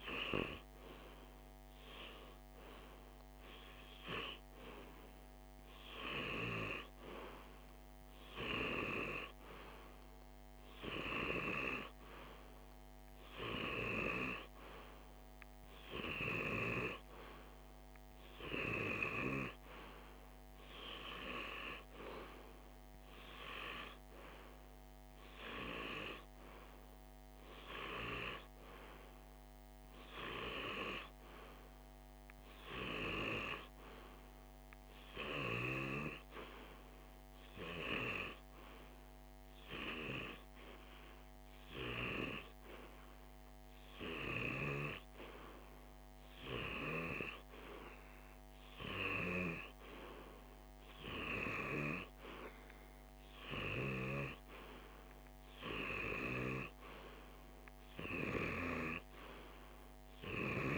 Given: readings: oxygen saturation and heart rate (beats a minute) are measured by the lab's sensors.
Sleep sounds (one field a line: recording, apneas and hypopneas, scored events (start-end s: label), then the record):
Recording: breathing in sleep by a microphone on the trachea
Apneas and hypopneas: none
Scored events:
none scored
From the record:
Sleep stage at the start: REM sleep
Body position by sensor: on the left side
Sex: male